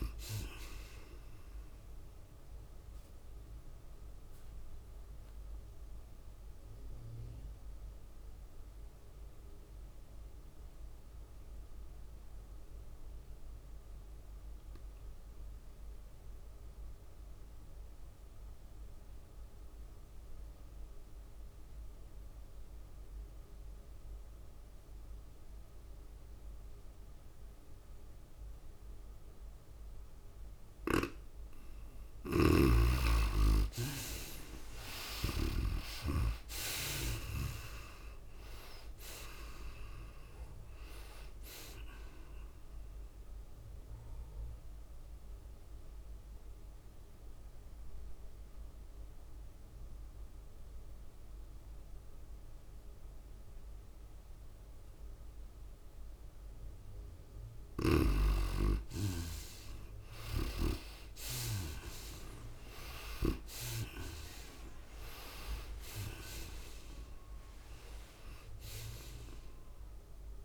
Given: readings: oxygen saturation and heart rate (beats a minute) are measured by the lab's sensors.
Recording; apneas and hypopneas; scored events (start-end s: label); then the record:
breathing in sleep by a room microphone; 2
0.00-6.50 s: tachycardia (device-marked, heart rate 103 extreme)
0.00-8.50 s: drop in pulse transit time (device-marked, heart rate 99 extreme)
0.00-11.50 s: oxygen desaturation (device-marked, oxygen 81% lowest, heart rate 87 extreme)
3.50-32.00 s: obstructive apnea (oxygen 97% before, 74% lowest, heart rate 96 before, 87 extreme, up 14 after)
21.50-58.50 s: oxygen desaturation (device-marked, oxygen 97% before, 74% lowest, heart rate 99 before, 87 extreme)
22.50-24.50 s: long interval between heartbeats (device-marked, heart rate 98 before, 90 extreme)
35.50-39.00 s: arousal
36.50-47.50 s: tachycardia (device-marked, heart rate 97 before, 104 extreme)
37.50-51.50 s: drop in pulse transit time (device-marked, heart rate 91 before, 96 extreme)
44.00-59.00 s: mixed apnea (oxygen 97% before, 74% lowest, heart rate 93 before, 93 extreme, up 2 after)
60.50-64.00 s: arousal
60.50-70.45 s: oxygen desaturation (device-marked, oxygen 99% before, 85% lowest, heart rate 101 before, 92 extreme)
62.50-70.45 s: tachycardia (device-marked, heart rate 97 before, 102 extreme)
From the record:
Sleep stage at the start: N2 (light sleep); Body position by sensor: on the right side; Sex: female